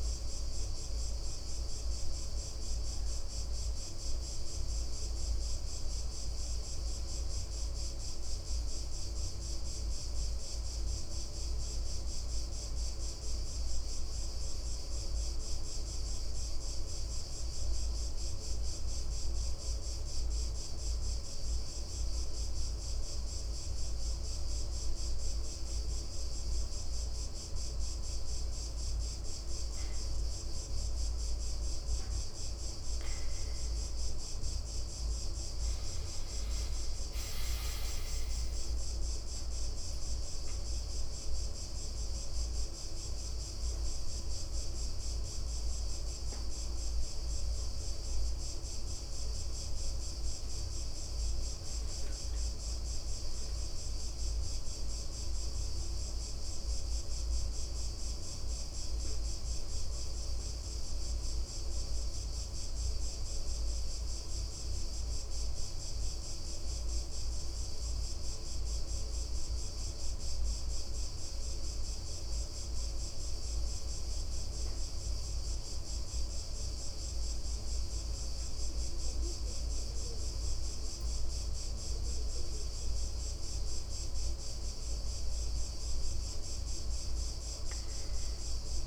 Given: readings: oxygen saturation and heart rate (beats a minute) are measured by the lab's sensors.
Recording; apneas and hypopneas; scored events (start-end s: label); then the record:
breathing in sleep, hard to hear, by a room microphone; 2
15.00-32.00 s: hypopnea (oxygen 95% before, 93% lowest, heart rate 65 before, 62 extreme, up 3 after)
33.50-39.00 s: arousal
53.50-73.50 s: hypopnea (oxygen 95% before, 94% lowest, heart rate 65 before, 59 extreme, up 1 after)
74.50-88.87 s: oxygen desaturation (device-marked, oxygen 99% before, 95% lowest, heart rate 60 before, 60 extreme)
75.50-79.50 s: arousal
From the record:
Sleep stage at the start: N2 (light sleep); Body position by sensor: on the back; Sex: male